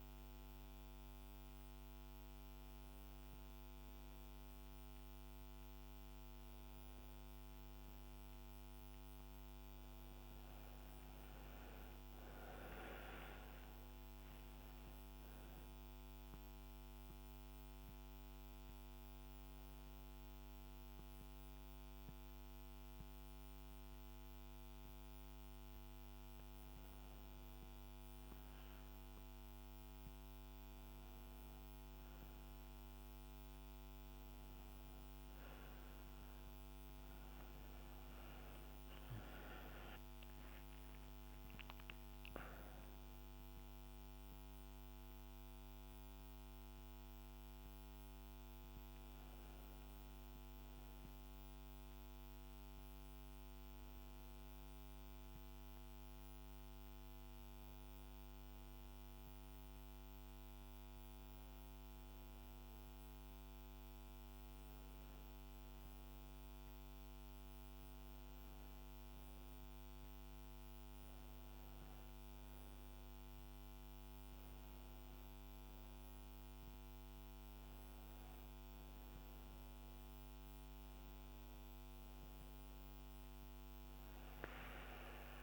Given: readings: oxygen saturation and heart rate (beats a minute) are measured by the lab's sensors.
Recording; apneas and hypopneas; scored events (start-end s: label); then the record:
breathing in sleep, hard to hear, by a microphone on the trachea; none
10.50-14.50 s: arousal
38.50-42.50 s: arousal
74.00-85.43 s: oxygen desaturation (device-marked, oxygen 98% before, 95% lowest, heart rate 70 before, 71 extreme)
From the record:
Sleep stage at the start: N1 (lightest sleep); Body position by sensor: on the back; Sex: female